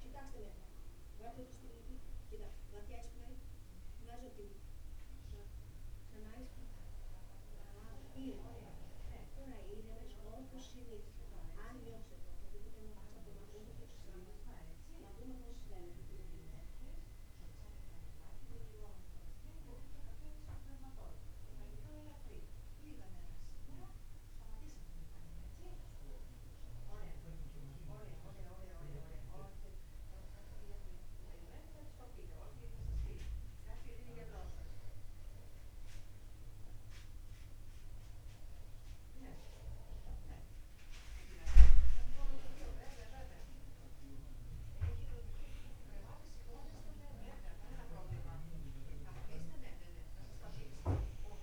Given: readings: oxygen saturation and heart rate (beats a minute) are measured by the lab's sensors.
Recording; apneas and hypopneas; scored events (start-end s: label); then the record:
breathing in sleep by a room microphone; none
none scored
From the record:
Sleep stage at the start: N2 (light sleep); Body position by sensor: upright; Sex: male